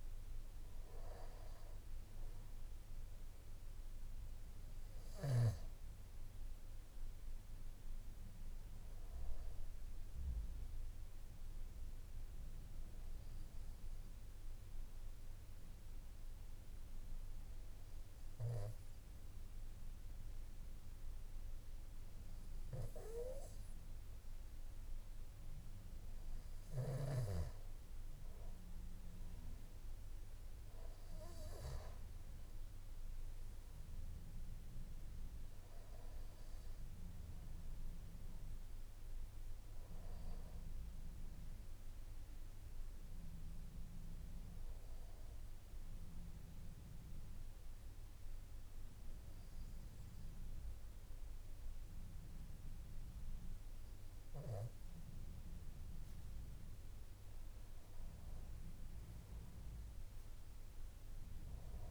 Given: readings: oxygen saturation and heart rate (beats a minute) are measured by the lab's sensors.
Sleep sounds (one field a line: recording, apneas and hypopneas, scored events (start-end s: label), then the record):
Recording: breathing in sleep by a room microphone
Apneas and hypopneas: 2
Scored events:
0.00-13.50 s: oxygen desaturation (device-marked, oxygen 93% lowest, heart rate 52 extreme)
14.00-26.50 s: obstructive apnea (oxygen 96% before, 94% lowest, heart rate 53 before, 51 extreme, up 4 after)
46.00-57.50 s: obstructive apnea (oxygen 96% before, 93% lowest, heart rate 54 before, 52 extreme, up 6 after)
From the record:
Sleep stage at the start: N3 (deep sleep)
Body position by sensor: on the back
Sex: male